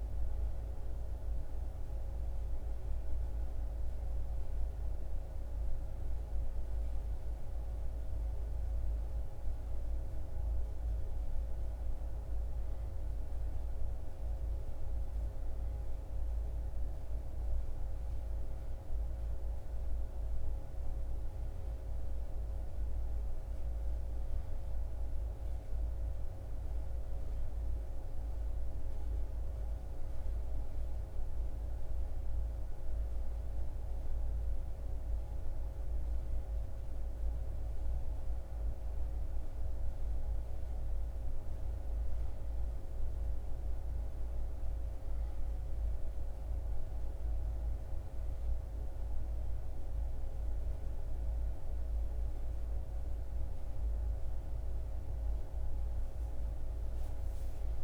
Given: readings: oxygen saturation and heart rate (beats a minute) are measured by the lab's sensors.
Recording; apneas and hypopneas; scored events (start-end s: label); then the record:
breathing in sleep, hard to hear, by a room microphone; none
none scored
From the record:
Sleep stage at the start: N2 (light sleep); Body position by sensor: on the back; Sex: male